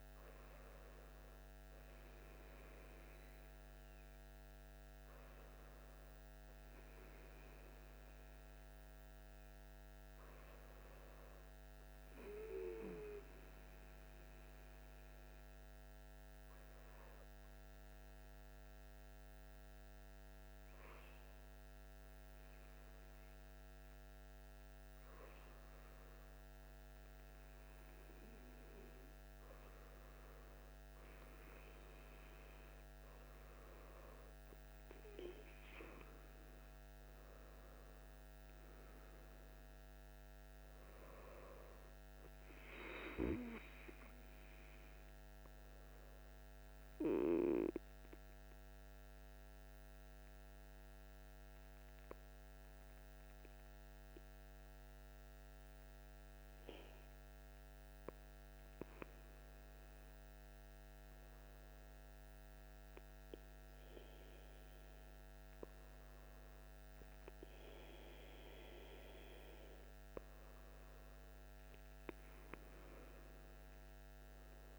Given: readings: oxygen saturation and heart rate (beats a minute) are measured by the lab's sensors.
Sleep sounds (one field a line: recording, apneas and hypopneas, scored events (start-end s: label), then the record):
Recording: breathing in sleep by a microphone on the trachea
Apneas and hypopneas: 2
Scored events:
12.50-27.50 s: hypopnea (oxygen 99% before, 97% lowest, heart rate 55 before, 52 extreme, up 2 after)
36.50-41.00 s: arousal
47.50-60.00 s: obstructive apnea (oxygen 99% before, 96% lowest, heart rate 55 before, 52 extreme, up 3 after)
From the record:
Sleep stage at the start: N1 (lightest sleep)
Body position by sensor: on the back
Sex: male